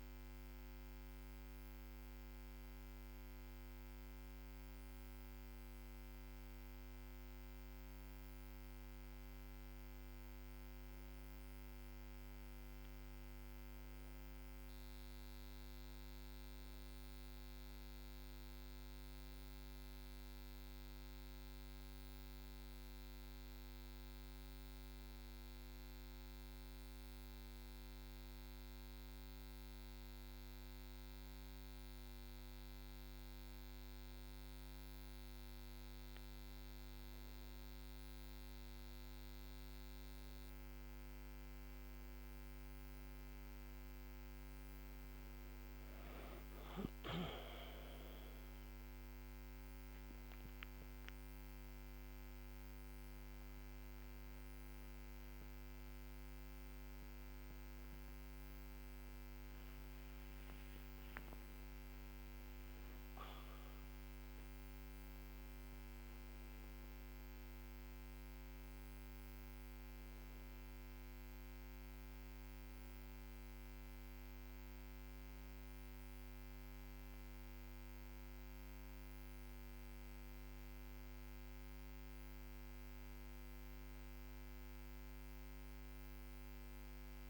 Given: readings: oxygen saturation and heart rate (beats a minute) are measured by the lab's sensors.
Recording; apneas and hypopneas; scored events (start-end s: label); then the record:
a person awake in a sleep study, hard to hear, by a microphone on the trachea; none
74.50-81.50 s: oxygen desaturation (device-marked, oxygen 98% before, 95% lowest, heart rate 90 before, 77 extreme)
From the record:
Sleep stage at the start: awake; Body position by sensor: on the back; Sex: female